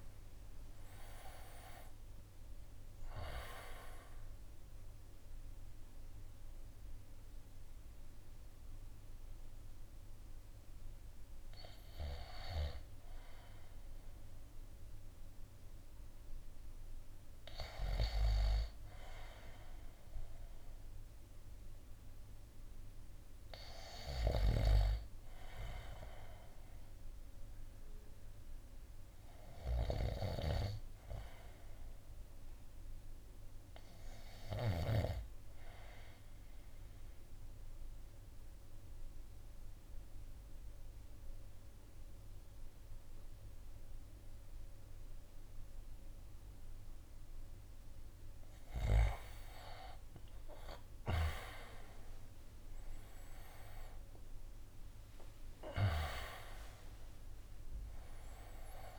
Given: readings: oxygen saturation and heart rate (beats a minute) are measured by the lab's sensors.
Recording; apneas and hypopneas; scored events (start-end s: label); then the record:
breathing in sleep by a room microphone; 1
0.00-10.00 s: drop in pulse transit time (device-marked, heart rate 59 extreme)
0.00-27.00 s: oxygen desaturation (device-marked, oxygen 77% lowest, heart rate 53 extreme)
26.50-30.00 s: arousal
32.50-46.50 s: obstructive apnea (oxygen 98% before, 88% lowest, heart rate 59 before, 53 extreme, up 10 after)
42.00-58.99 s: new sleep stage, N2 (light sleep)
49.00-53.00 s: arousal
52.00-58.99 s: drop in pulse transit time (device-marked, heart rate 56 before, 57 extreme)
52.00-58.99 s: oxygen desaturation (device-marked, oxygen 95% before, 88% lowest, heart rate 56 before, 52 extreme)
From the record:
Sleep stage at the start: N1 (lightest sleep); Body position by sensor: on the right side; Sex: male